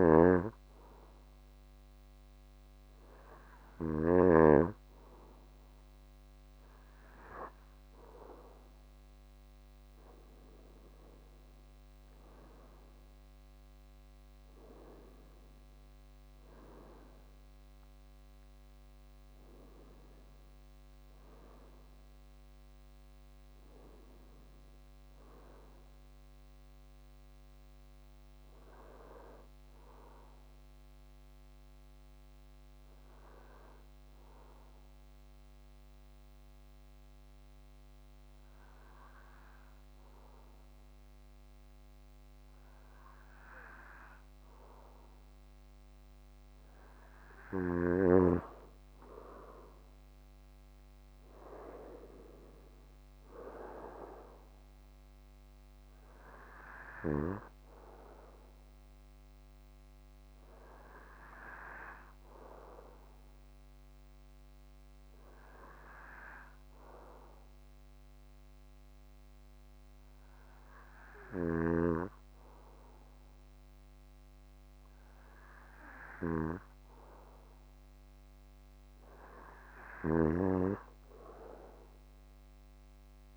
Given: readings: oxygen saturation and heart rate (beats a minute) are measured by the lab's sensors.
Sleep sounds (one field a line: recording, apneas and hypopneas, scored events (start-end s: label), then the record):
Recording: breathing in sleep by a microphone on the trachea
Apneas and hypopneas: 2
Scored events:
0.00-3.50 s: snoring (device-marked)
26.00-30.00 s: arousal
33.50-44.50 s: obstructive apnea (oxygen 94% before, 92% lowest, heart rate 60 before, 55 extreme, up 6 after)
49.50-53.50 s: arousal
51.50-74.50 s: oxygen desaturation (device-marked, oxygen 97% before, 92% lowest, heart rate 56 before, 55 extreme)
65.50-76.50 s: hypopnea (oxygen 97% before, 92% lowest, heart rate 66 before, 55 extreme, up 15 after)
78.50-81.00 s: arousal
From the record:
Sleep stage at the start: N2 (light sleep)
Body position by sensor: on the back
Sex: male